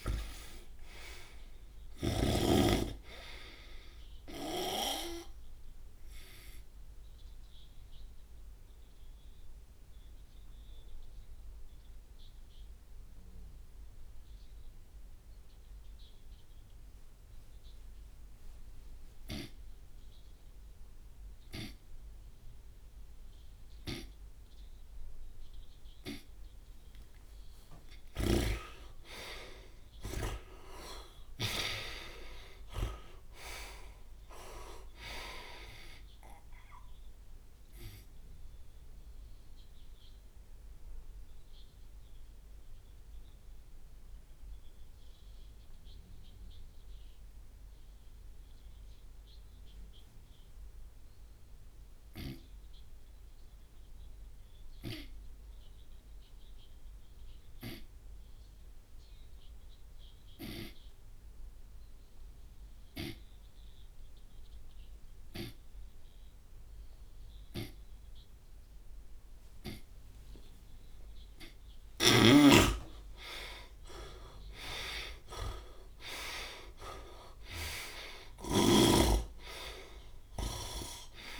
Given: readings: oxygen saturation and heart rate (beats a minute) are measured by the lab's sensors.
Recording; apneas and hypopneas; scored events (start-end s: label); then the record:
breathing in sleep by a room microphone; 2
8.50-31.50 s: oxygen desaturation (device-marked, oxygen 97% before, 87% lowest)
9.00-27.00 s: obstructive apnea (oxygen 99% before, 86% lowest)
28.50-32.50 s: arousal
37.00-71.00 s: obstructive apnea (oxygen 97% before, 80% lowest)
49.50-68.50 s: oxygen desaturation (device-marked, oxygen 97% before, 86% lowest)
72.50-78.00 s: arousal
From the record:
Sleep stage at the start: N2 (light sleep); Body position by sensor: on the right side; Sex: male